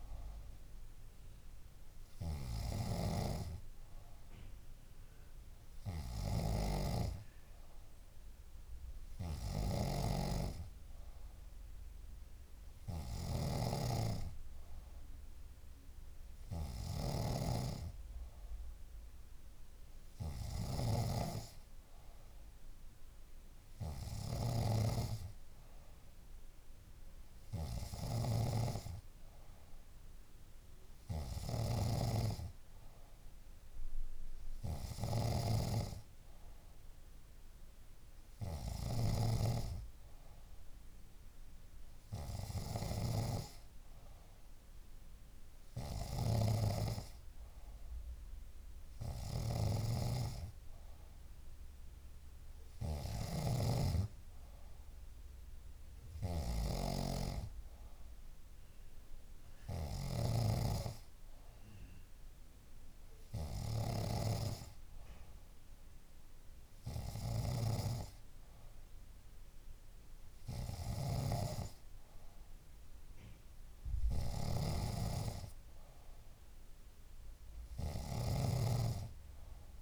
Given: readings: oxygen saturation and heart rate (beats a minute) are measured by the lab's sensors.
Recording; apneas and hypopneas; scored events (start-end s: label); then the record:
breathing in sleep by a room microphone; none
3.00-64.50 s: snoring (device-marked)
71.00-79.82 s: snoring (device-marked)
71.50-79.82 s: new sleep stage, N3 (deep sleep)
From the record:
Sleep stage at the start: N2 (light sleep); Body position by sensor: on the back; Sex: female